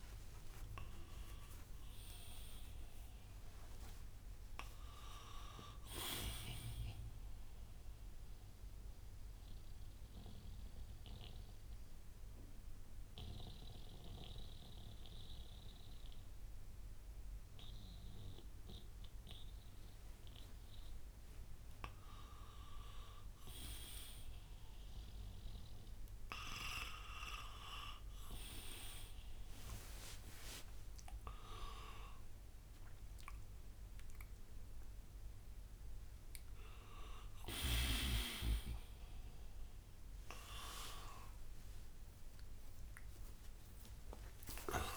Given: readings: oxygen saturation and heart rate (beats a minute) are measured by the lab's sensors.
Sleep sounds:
breathing in sleep by a room microphone; 1
0.00-8.50 s: oxygen desaturation (device-marked, oxygen 94% lowest, heart rate 60 extreme)
3.00-6.00 s: arousal
8.00-22.50 s: central apnea (oxygen 97% before, 90% lowest, heart rate 77 before, 60 extreme, up 40 after)
24.00-26.50 s: arousal
35.50-44.97 s: oxygen desaturation (device-marked, oxygen 95% before, 90% lowest, heart rate 75 before, 58 extreme)
From the record:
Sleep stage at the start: N1 (lightest sleep); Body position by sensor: on the right side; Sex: male

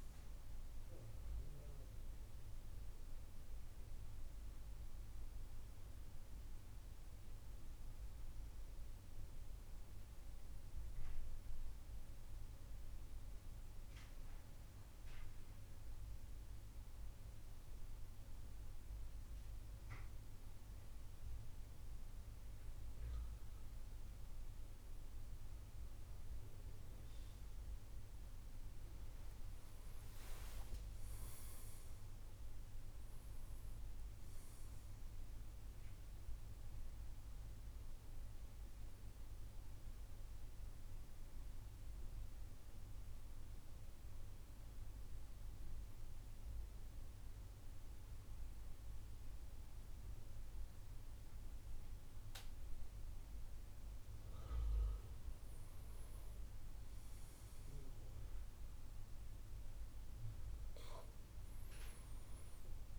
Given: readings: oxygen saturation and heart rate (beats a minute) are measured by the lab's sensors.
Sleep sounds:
breathing in sleep, hard to hear, by a room microphone; 2
10.50-23.00 s: hypopnea (oxygen 98% before, 93% lowest, heart rate 73 before, 66 extreme, up 7 after)
25.00-30.00 s: arousal
39.00-55.00 s: mixed apnea (oxygen 98% before, 93% lowest, heart rate 73 before, 66 extreme, up 4 after)
56.50-60.00 s: arousal
58.50-62.99 s: oxygen desaturation (device-marked, oxygen 97% before, 93% lowest, heart rate 68 before, 68 extreme)
From the record:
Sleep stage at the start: N2 (light sleep); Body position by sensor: on the back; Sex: male

